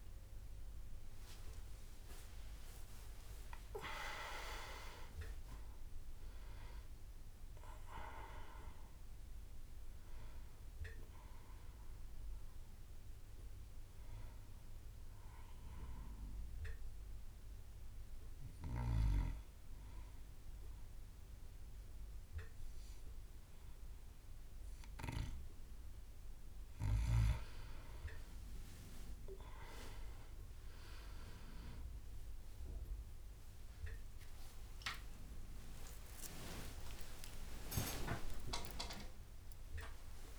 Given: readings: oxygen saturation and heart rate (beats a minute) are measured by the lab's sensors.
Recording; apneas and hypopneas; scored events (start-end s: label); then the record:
breathing in sleep by a room microphone; 1
0.00-23.50 s: bradycardia (device-marked)
0.00-24.50 s: oxygen desaturation (device-marked, oxygen 88% lowest)
14.50-40.39 s: new sleep stage, N1 (lightest sleep)
17.00-28.50 s: hypopnea (oxygen 98% before, 89% lowest)
38.50-40.39 s: long interval between heartbeats (device-marked)
From the record:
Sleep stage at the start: N2 (light sleep); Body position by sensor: on the back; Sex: male